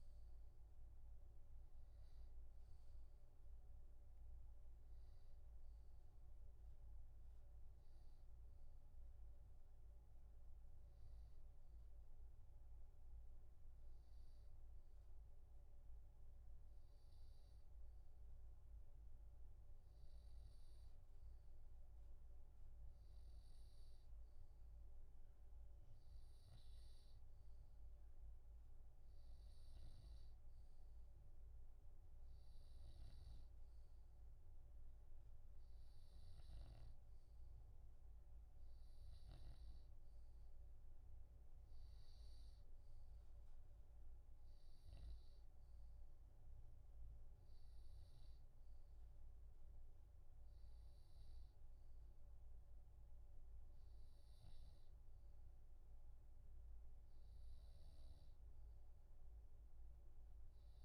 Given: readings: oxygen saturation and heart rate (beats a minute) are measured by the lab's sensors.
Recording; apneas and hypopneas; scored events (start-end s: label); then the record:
breathing in sleep, hard to hear, by a room microphone; none
33.00-45.50 s: snoring (device-marked)
34.50-43.50 s: oxygen desaturation (device-marked, oxygen 95% before, 90% lowest, heart rate 61 before, 61 extreme)
From the record:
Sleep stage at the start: N2 (light sleep); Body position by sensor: on the left side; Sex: male